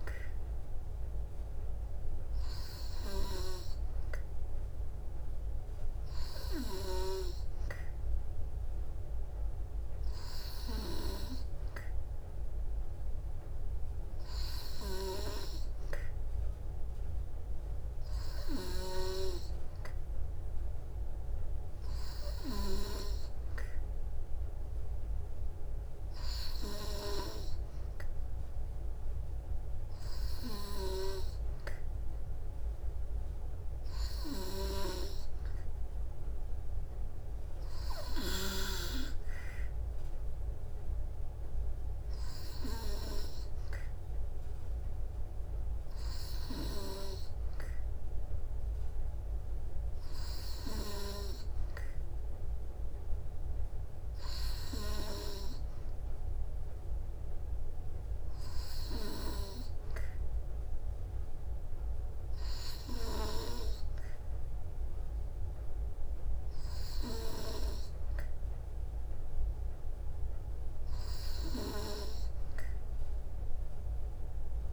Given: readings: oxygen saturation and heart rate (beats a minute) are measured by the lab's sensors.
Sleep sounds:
breathing in sleep by a room microphone; none
none scored
From the record:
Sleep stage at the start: N2 (light sleep); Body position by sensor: on the back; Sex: female

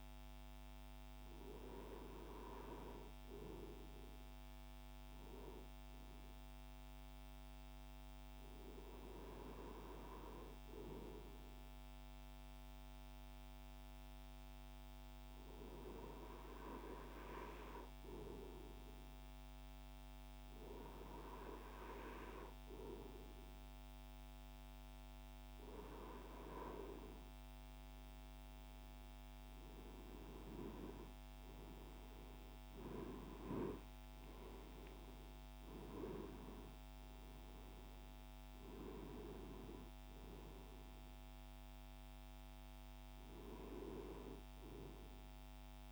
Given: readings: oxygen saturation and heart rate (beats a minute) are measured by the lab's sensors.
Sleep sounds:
breathing in sleep by a microphone on the trachea; none
none scored
From the record:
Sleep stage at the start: N2 (light sleep); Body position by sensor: on the right side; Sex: male

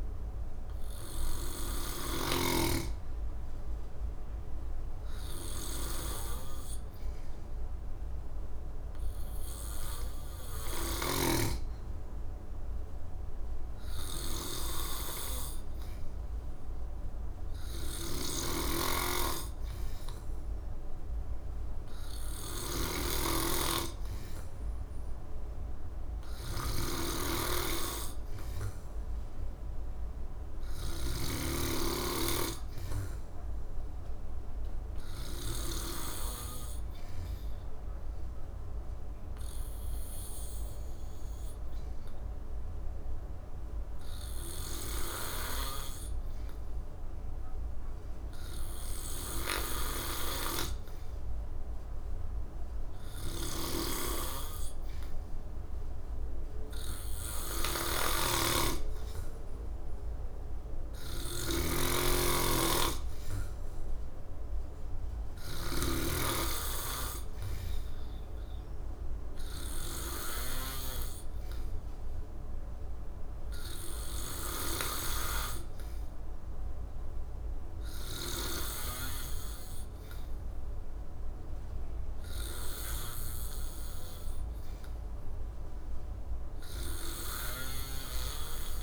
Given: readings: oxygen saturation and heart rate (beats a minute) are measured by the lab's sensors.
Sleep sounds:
breathing in sleep by a room microphone; none
11.50-23.50 s: oxygen desaturation (device-marked, oxygen 99% before, 95% lowest, heart rate 62 before, 62 extreme)
18.00-31.00 s: snoring (device-marked)
26.50-56.50 s: new sleep stage, N3 (deep sleep)
53.00-65.50 s: snoring (device-marked)
56.50-88.83 s: new sleep stage, N2 (light sleep)
60.50-85.50 s: oxygen desaturation (device-marked, oxygen 96% before, 93% lowest, heart rate 63 before, 63 extreme)
From the record:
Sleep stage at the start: N2 (light sleep); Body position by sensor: on the back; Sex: male

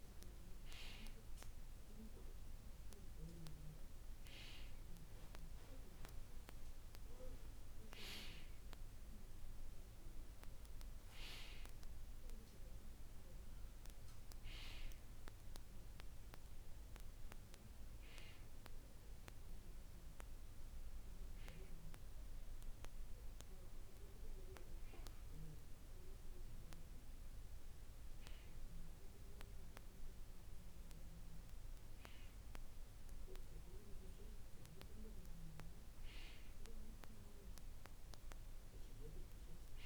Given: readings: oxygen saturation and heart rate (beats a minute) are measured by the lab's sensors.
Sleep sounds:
breathing in sleep by a room microphone; none
none scored
From the record:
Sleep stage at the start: N2 (light sleep); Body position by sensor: on the back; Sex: male

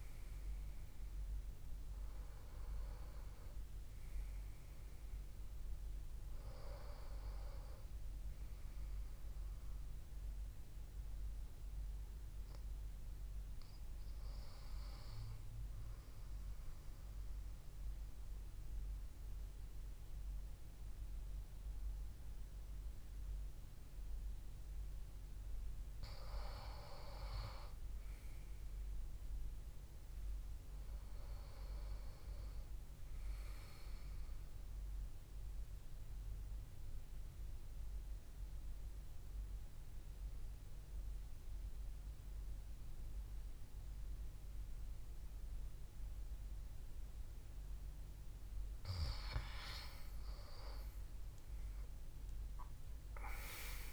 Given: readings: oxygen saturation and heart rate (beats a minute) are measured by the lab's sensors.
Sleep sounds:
breathing in sleep by a room microphone; 2
3.50-12.50 s: oxygen desaturation (device-marked, oxygen 95% before, 92% lowest, heart rate 67 before, 65 extreme)
16.50-27.00 s: mixed apnea (oxygen 96% before, 91% lowest, heart rate 66 before, 63 extreme, up 2 after)
29.00-32.50 s: arousal
36.00-49.50 s: obstructive apnea (oxygen 98% before, 91% lowest, heart rate 69 before, 64 extreme, up 4 after)
36.50-50.50 s: oxygen desaturation (device-marked, oxygen 97% before, 93% lowest, heart rate 68 before, 64 extreme)
52.00-53.93 s: arousal
From the record:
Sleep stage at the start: N2 (light sleep); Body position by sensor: on the back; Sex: male

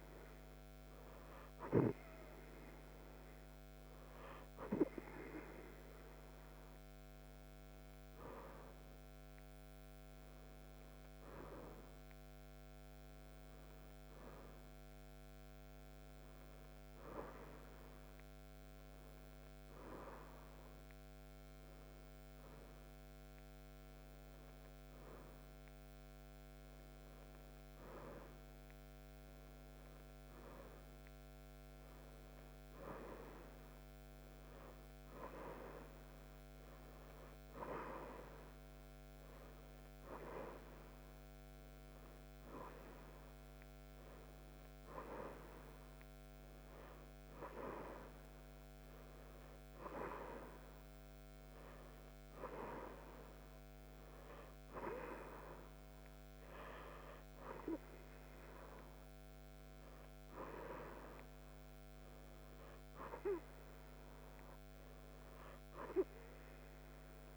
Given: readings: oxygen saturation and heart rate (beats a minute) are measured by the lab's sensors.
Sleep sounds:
breathing in sleep by a microphone on the trachea; none
none scored
From the record:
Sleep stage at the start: REM sleep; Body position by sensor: on the right side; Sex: female

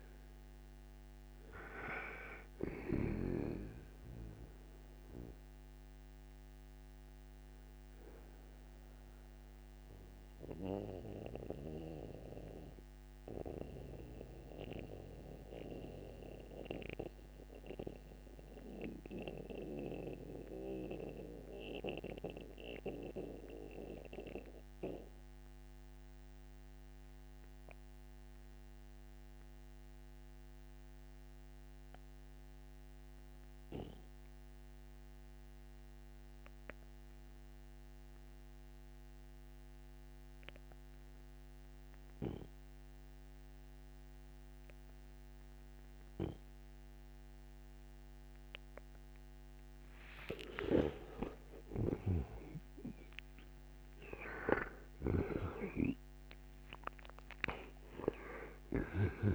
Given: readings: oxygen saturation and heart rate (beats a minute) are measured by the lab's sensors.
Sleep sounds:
breathing in sleep by a microphone on the trachea; 1
0.00-3.00 s: snoring (device-marked)
0.00-20.00 s: oxygen desaturation (device-marked, oxygen 80% lowest, heart rate 60 extreme)
11.50-47.50 s: mixed apnea (oxygen 96% before, 78% lowest, heart rate 69 before, 60 extreme, up 14 after)
40.00-59.35 s: oxygen desaturation (device-marked, oxygen 98% before, 78% lowest, heart rate 61 before, 59 extreme)
50.00-56.00 s: arousal
51.50-59.35 s: snoring (device-marked)
From the record:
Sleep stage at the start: N2 (light sleep); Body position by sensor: on the right side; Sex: male

